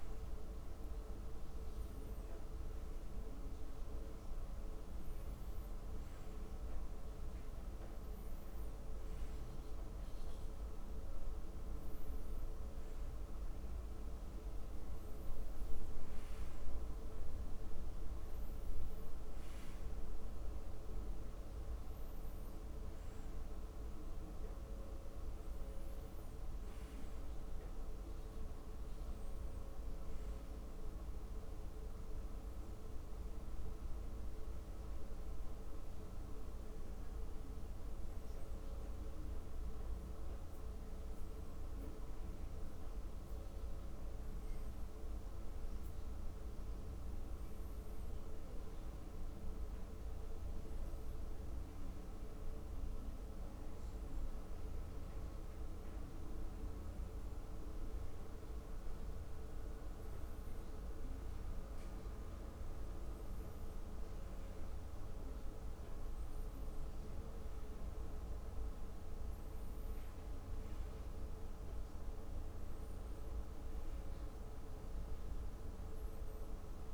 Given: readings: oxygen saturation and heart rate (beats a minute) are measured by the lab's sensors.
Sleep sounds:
breathing in sleep, hard to hear, by a room microphone; none
21.00-76.94 s: new sleep stage, N2 (light sleep)
From the record:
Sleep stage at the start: N1 (lightest sleep); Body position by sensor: on the left side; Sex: male

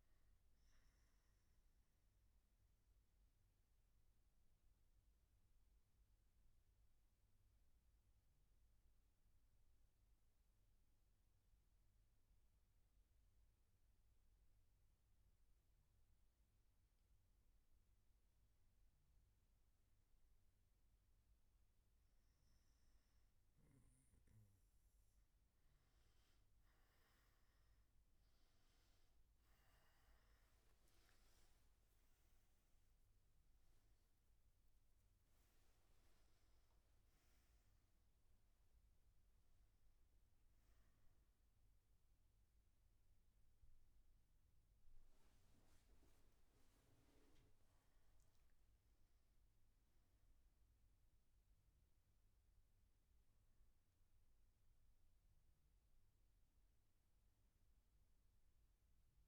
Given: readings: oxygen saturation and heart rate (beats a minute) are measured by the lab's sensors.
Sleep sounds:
breathing in sleep, hard to hear, by a room microphone; none
0.00-12.00 s: oxygen desaturation (device-marked, oxygen 94% lowest, heart rate 109 extreme)
27.00-51.00 s: oxygen desaturation (device-marked, oxygen 97% before, 93% lowest, heart rate 126 before, 109 extreme)
From the record:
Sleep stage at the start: N1 (lightest sleep); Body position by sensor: on the back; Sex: male

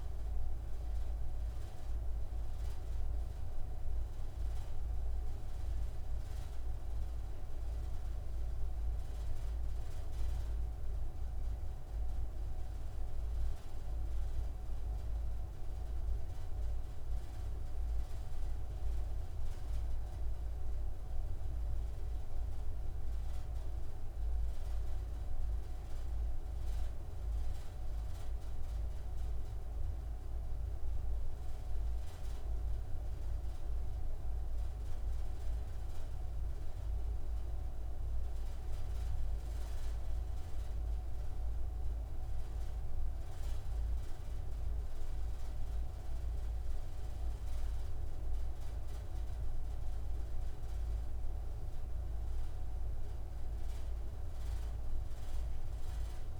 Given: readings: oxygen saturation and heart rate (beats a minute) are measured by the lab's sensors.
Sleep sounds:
breathing in sleep, hard to hear, by a room microphone; none
none scored
From the record:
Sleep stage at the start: N3 (deep sleep); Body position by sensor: on the right side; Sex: male

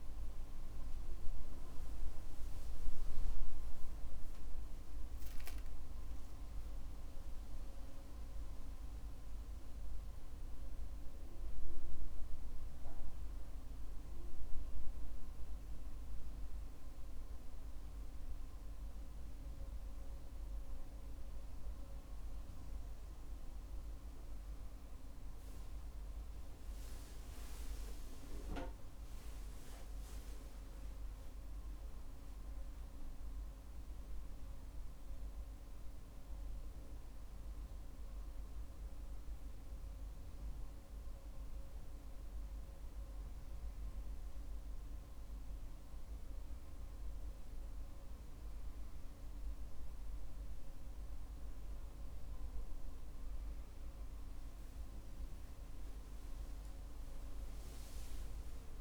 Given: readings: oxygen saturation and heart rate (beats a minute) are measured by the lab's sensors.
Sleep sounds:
breathing in sleep, hard to hear, by a room microphone; none
30.50-35.50 s: arousal
From the record:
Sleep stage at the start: N1 (lightest sleep); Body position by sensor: on the back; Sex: male

